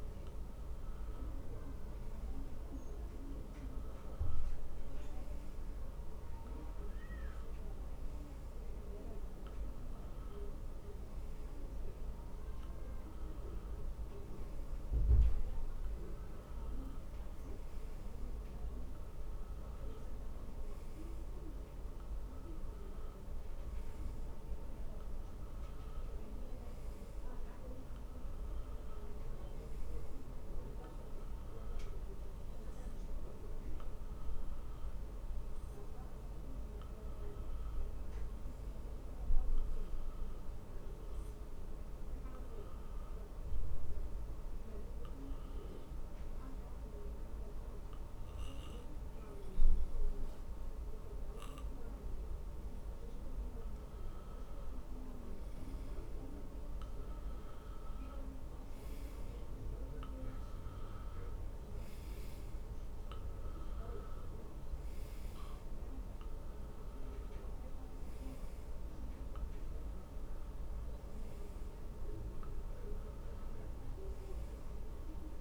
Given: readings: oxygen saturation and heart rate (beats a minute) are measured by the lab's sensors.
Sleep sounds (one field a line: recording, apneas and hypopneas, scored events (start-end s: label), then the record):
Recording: breathing in sleep, hard to hear, by a room microphone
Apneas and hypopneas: 1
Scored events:
0.00-7.50 s: oxygen desaturation (device-marked, oxygen 92% lowest, heart rate 55 extreme)
13.50-18.00 s: arousal
46.50-58.50 s: hypopnea (oxygen 96% before, 91% lowest, heart rate 64 before, 56 extreme, up 8 after)
61.50-66.00 s: arousal
From the record:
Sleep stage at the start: N2 (light sleep)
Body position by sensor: on the back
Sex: male